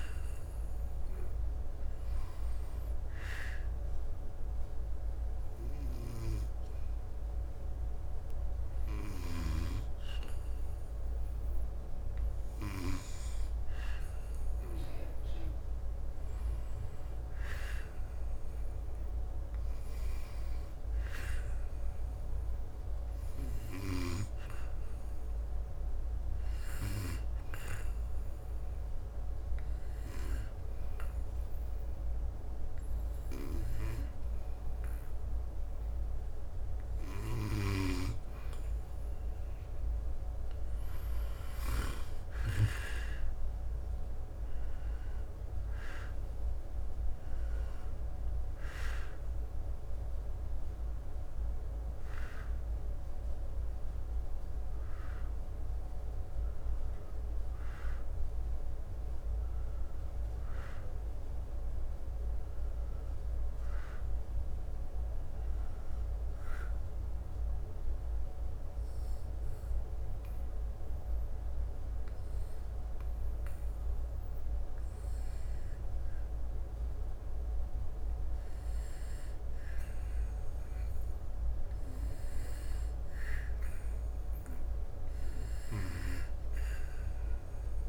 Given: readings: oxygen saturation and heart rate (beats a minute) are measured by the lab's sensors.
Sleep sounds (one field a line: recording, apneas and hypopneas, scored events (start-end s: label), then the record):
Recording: breathing in sleep by a room microphone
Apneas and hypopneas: 3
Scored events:
0.00-14.50 s: oxygen desaturation (device-marked, oxygen 89% lowest, heart rate 72 extreme)
2.00-13.00 s: hypopnea (oxygen 93% before, 88% lowest, heart rate 74 before, 73 extreme, up 4 after)
16.00-19.00 s: arousal
23.50-38.50 s: hypopnea (oxygen 93% before, 87% lowest, heart rate 76 before, 72 extreme, up 4 after)
26.50-43.50 s: oxygen desaturation (device-marked, oxygen 91% before, 88% lowest, heart rate 75 before, 72 extreme)
42.00-46.00 s: arousal
65.50-78.00 s: hypopnea (oxygen 93% before, 87% lowest, heart rate 77 before, 70 extreme, up 1 after)
70.50-81.50 s: oxygen desaturation (device-marked, oxygen 91% before, 87% lowest, heart rate 78 before, 70 extreme)
81.50-86.50 s: arousal
From the record:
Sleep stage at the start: N2 (light sleep)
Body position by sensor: on the back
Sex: male